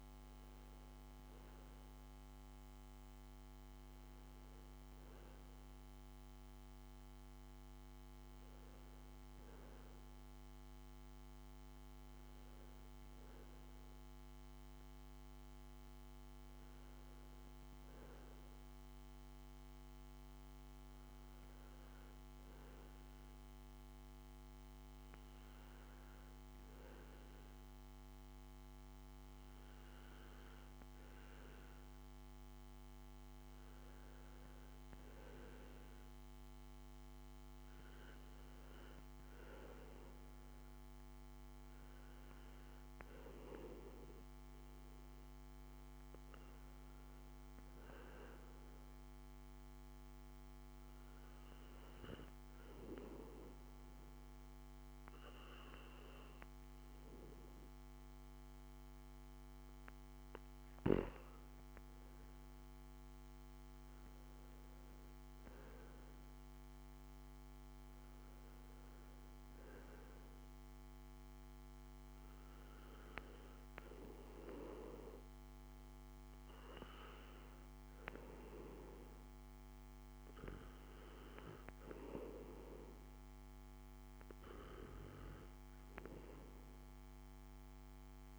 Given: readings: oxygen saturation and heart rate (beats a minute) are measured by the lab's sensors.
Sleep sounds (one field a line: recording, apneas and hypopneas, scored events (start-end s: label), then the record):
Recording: a person partly awake in a sleep study, by a microphone on the trachea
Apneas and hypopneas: none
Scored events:
8.00-88.38 s: new sleep stage, N2 (light sleep)
From the record:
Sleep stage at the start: awake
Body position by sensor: on the back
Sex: male